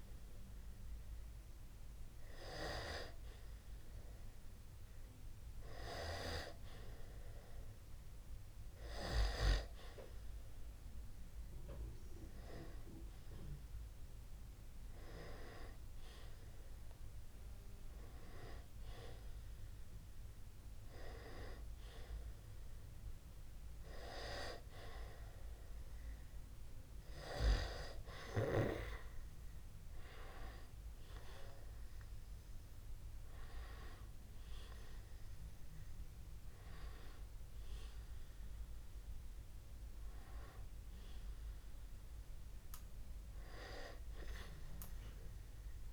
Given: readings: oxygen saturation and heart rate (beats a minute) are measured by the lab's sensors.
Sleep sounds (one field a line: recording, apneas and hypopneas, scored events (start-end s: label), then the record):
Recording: breathing in sleep by a room microphone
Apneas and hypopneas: none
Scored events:
none scored
From the record:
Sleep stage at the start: N2 (light sleep)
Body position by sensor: on the back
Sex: male